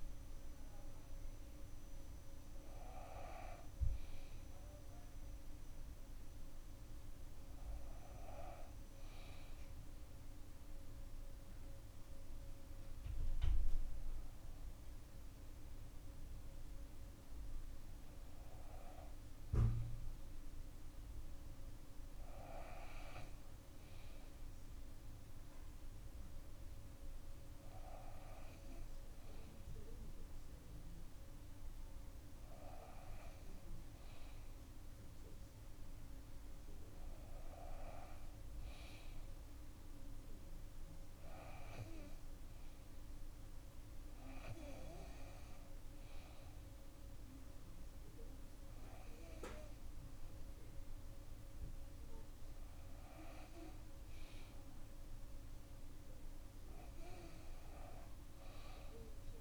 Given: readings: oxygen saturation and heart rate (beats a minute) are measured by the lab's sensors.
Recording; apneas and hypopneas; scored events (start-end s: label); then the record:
breathing in sleep by a room microphone; none
0.00-2.50 s: arousal
0.00-10.00 s: oxygen desaturation (device-marked, oxygen 93% lowest, heart rate 59 extreme)
From the record:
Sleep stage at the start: N2 (light sleep); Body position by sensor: on the back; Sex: female